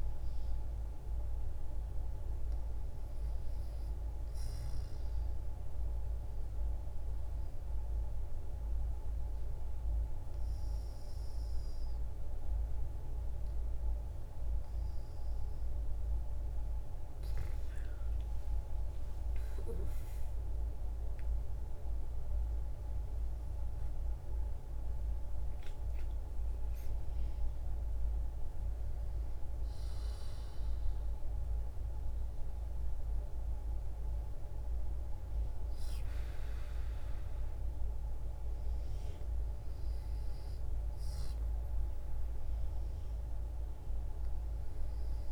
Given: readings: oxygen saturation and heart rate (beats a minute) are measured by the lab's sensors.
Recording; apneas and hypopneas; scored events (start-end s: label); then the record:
breathing in sleep, hard to hear, by a room microphone; 1
4.50-16.50 s: obstructive apnea (oxygen 98% before, 93% lowest, heart rate 68 before, 57 extreme, up 7 after)
16.50-20.00 s: arousal
23.00-39.00 s: oxygen desaturation (device-marked, oxygen 97% before, 93% lowest, heart rate 63 before, 57 extreme)
From the record:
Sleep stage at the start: REM sleep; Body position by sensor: on the back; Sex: female